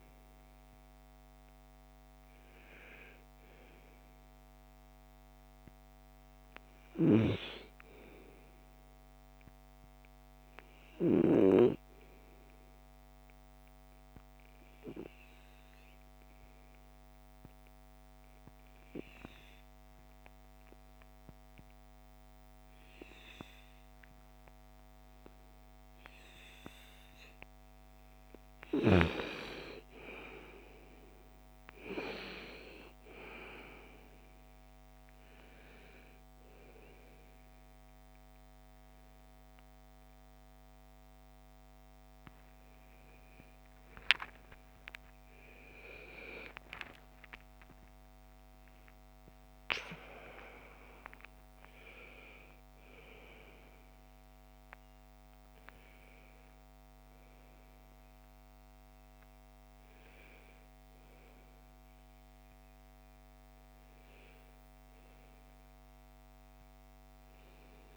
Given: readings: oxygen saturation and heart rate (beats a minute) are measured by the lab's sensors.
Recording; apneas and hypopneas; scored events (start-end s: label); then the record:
breathing in sleep by a microphone on the trachea; 1
0.00-7.00 s: oxygen desaturation (device-marked, oxygen 87% lowest, heart rate 55 extreme)
13.00-26.00 s: obstructive apnea (oxygen 99% before, 89% lowest, heart rate 70 before, 55 extreme, up 14 after)
26.00-47.00 s: oxygen desaturation (device-marked, oxygen 98% before, 89% lowest, heart rate 59 before, 59 extreme)
27.00-30.00 s: arousal
33.00-67.97 s: new sleep stage, REM sleep
46.50-51.50 s: arousal
From the record:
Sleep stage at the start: N2 (light sleep); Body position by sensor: on the front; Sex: female